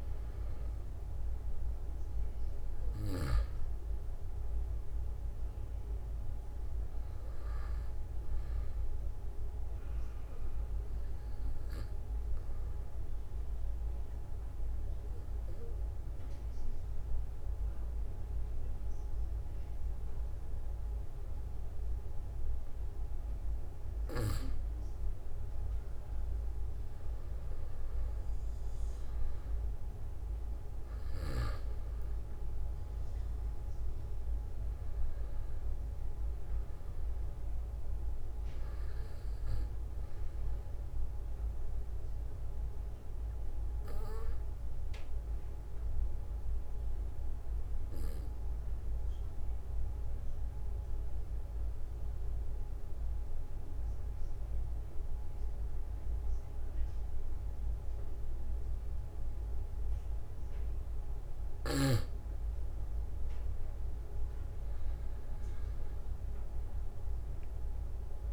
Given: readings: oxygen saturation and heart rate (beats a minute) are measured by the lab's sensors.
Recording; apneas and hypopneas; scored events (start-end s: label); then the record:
breathing in sleep, hard to hear, by a room microphone; 2
6.00-22.00 s: oxygen desaturation (device-marked, oxygen 95% before, 92% lowest, heart rate 46 before, 45 extreme)
11.00-24.00 s: obstructive apnea (oxygen 96% before, 92% lowest, heart rate 46 before, 45 extreme, up 2 after)
27.50-33.00 s: arousal
43.00-61.50 s: obstructive apnea (oxygen 97% before, 92% lowest, heart rate 46 before, 44 extreme, up 3 after)
66.50-68.33 s: arousal
From the record:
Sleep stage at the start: N2 (light sleep); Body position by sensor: on the back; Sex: male